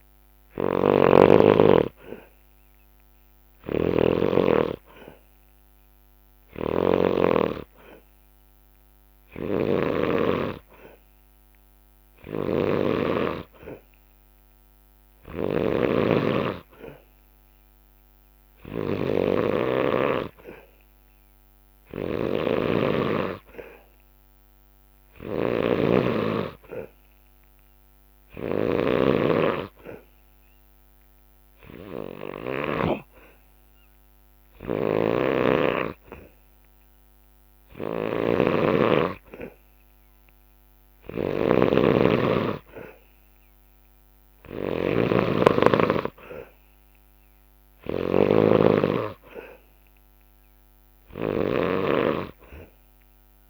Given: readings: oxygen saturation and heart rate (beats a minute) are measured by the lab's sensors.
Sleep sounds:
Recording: breathing in sleep by a microphone on the trachea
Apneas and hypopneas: none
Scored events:
0.00-4.00 s: snoring (device-marked)
6.00-13.00 s: snoring (device-marked)
15.00-32.50 s: snoring (device-marked)
34.50-53.50 s: snoring (device-marked)
From the record:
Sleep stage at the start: N2 (light sleep)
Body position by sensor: on the back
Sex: male

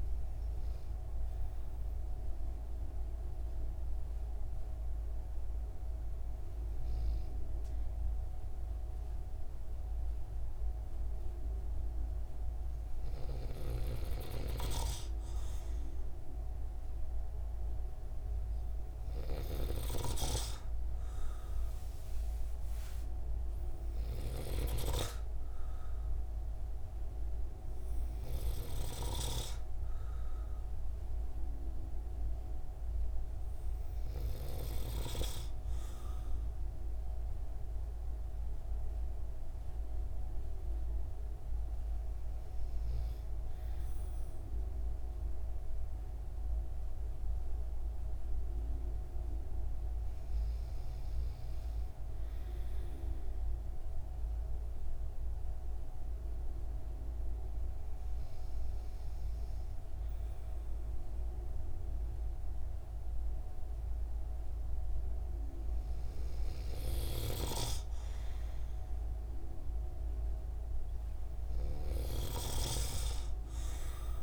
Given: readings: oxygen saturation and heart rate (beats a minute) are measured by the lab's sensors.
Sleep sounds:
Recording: breathing in sleep by a room microphone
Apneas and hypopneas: none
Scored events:
none scored
From the record:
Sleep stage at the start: N2 (light sleep)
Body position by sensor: on the right side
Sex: male

